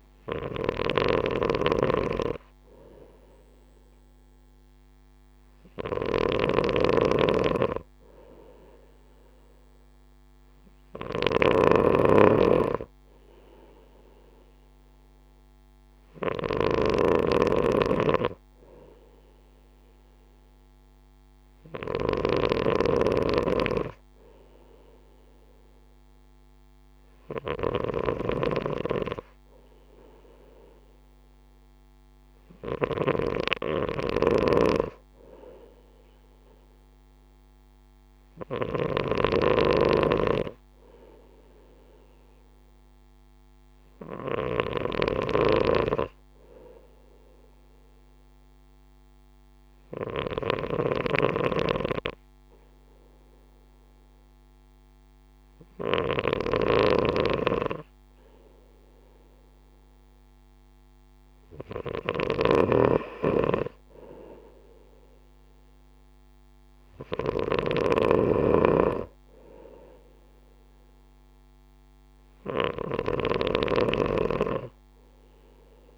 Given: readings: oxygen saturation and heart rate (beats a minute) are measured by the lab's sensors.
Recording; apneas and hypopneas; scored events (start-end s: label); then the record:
breathing in sleep by a microphone on the trachea; none
0.00-75.98 s: snoring (device-marked)
From the record:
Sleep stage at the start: N2 (light sleep); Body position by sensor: on the right side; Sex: male